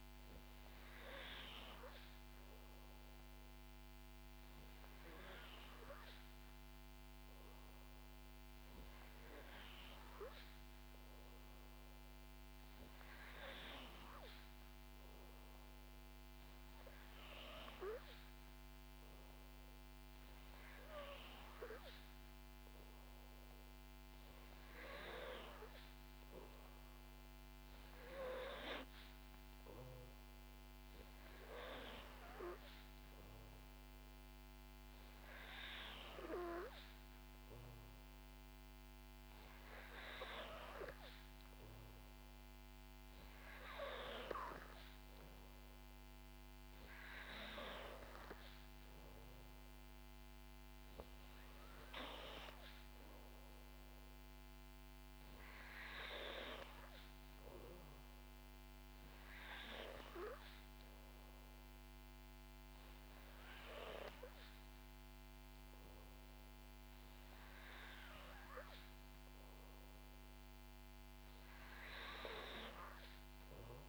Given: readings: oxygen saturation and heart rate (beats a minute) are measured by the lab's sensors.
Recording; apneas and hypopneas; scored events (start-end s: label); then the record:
breathing in sleep by a microphone on the trachea; none
none scored
From the record:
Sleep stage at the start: N3 (deep sleep); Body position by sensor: on the back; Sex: female